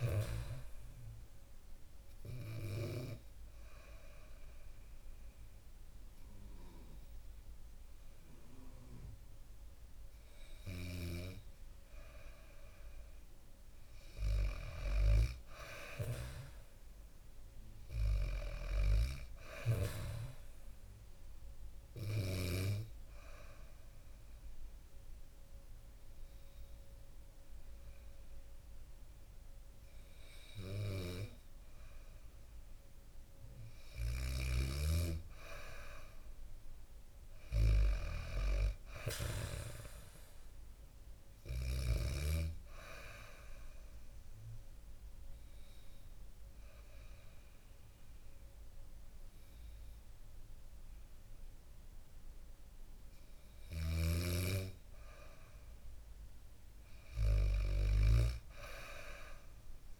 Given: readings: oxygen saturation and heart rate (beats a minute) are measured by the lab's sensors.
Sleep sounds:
breathing in sleep by a room microphone; 2
0.00-13.00 s: oxygen desaturation (device-marked, oxygen 93% lowest, heart rate 65 extreme)
2.00-12.50 s: hypopnea (oxygen 97% before, 93% lowest, heart rate 67 before, 65 extreme, up 2 after)
15.00-18.50 s: arousal
20.00-33.00 s: oxygen desaturation (device-marked, oxygen 97% before, 94% lowest, heart rate 67 before, 62 extreme)
41.00-53.50 s: hypopnea (oxygen 97% before, 94% lowest, heart rate 67 before, 62 extreme, up 6 after)
41.00-55.00 s: oxygen desaturation (device-marked, oxygen 97% before, 94% lowest, heart rate 67 before, 62 extreme)
53.00-60.00 s: snoring (device-marked)
56.50-60.00 s: arousal
From the record:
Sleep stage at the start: N2 (light sleep); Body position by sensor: on the back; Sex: female

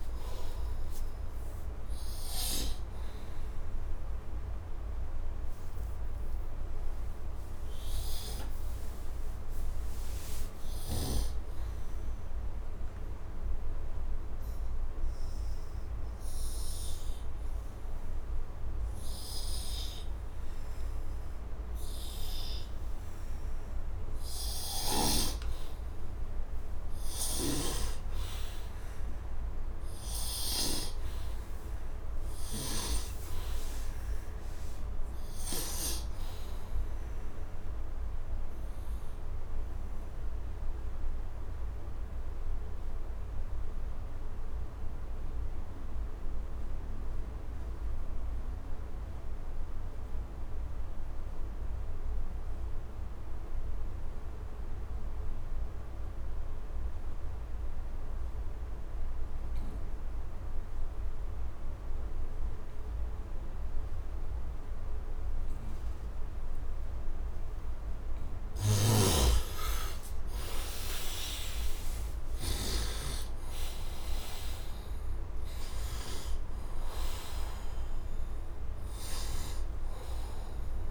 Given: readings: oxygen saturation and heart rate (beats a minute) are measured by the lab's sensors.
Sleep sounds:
breathing in sleep by a room microphone; 2
0.00-1.00 s: arousal
0.00-5.50 s: oxygen desaturation (device-marked, oxygen 90% lowest, heart rate 75 extreme)
5.00-25.50 s: hypopnea (oxygen 99% before, 76% lowest, heart rate 81 before, 67 extreme, up 4 after)
22.50-44.50 s: oxygen desaturation (device-marked, oxygen 98% before, 88% lowest, heart rate 77 before, 67 extreme)
28.50-32.00 s: arousal
39.00-70.00 s: obstructive apnea (oxygen 98% before, 73% lowest, heart rate 78 before, 67 extreme, up 13 after)
55.50-80.91 s: oxygen desaturation (device-marked, oxygen 97% before, 73% lowest, heart rate 72 before, 70 extreme)
68.00-72.50 s: snoring (device-marked)
73.50-78.00 s: arousal
From the record:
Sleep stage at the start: REM sleep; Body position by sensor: on the right side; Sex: male

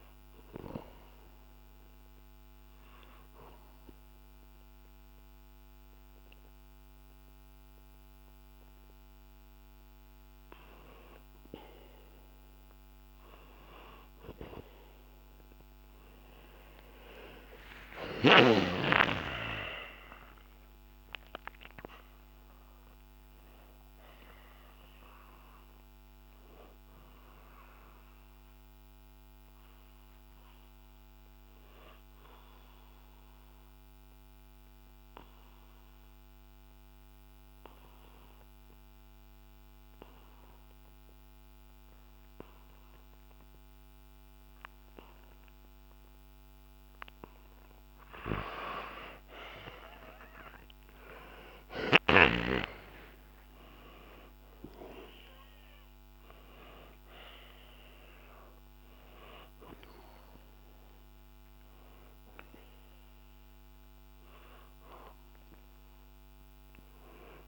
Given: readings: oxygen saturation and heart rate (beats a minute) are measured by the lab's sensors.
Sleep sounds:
breathing in sleep by a microphone on the trachea; 2
1.00-12.00 s: obstructive apnea (oxygen 95% before, 91% lowest, heart rate 63 before, 55 extreme, up 5 after)
14.00-19.00 s: arousal
28.00-47.00 s: obstructive apnea (oxygen 95% before, 91% lowest, heart rate 64 before, 55 extreme, up 3 after)
50.00-56.50 s: arousal
59.50-67.48 s: oxygen desaturation (device-marked, oxygen 98% before, 91% lowest, heart rate 60 before, 60 extreme)
From the record:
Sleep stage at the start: N2 (light sleep); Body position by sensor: on the back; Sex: male

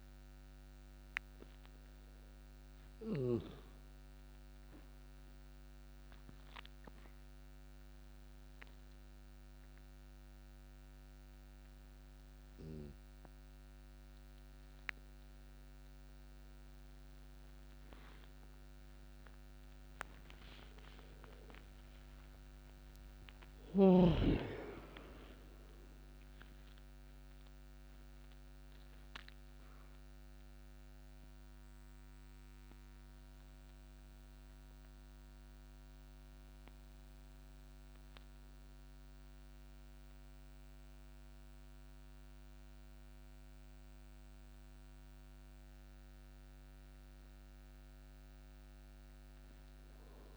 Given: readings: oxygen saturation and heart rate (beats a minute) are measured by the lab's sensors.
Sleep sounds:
breathing in sleep by a microphone on the trachea; none
21.00-24.50 s: arousal
29.50-47.50 s: oxygen desaturation (device-marked, oxygen 96% before, 93% lowest)
From the record:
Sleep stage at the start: N1 (lightest sleep); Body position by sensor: on the back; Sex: male

